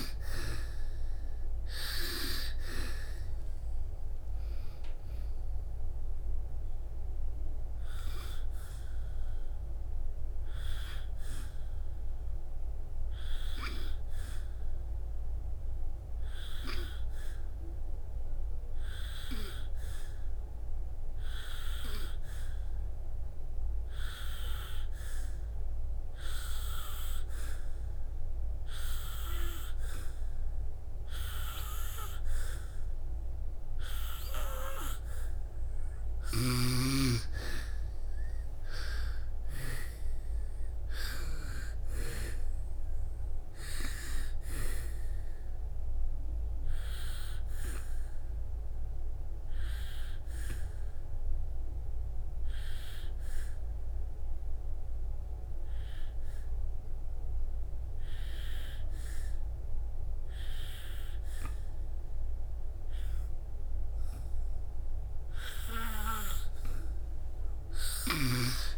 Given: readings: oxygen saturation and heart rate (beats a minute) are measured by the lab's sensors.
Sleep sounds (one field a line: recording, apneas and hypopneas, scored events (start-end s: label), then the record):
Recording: breathing in sleep by a room microphone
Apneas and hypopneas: 2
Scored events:
14.50-36.50 s: hypopnea (oxygen 97% before, 90% lowest, heart rate 68 before, 58 extreme, up 6 after)
38.00-52.00 s: oxygen desaturation (device-marked, oxygen 97% before, 90% lowest, heart rate 66 before, 49 extreme)
38.50-42.00 s: arousal
47.50-64.50 s: hypopnea (oxygen 97% before, 90% lowest, heart rate 69 before, 49 extreme, up 7 after)
From the record:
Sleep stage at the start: N2 (light sleep)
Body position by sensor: on the back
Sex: female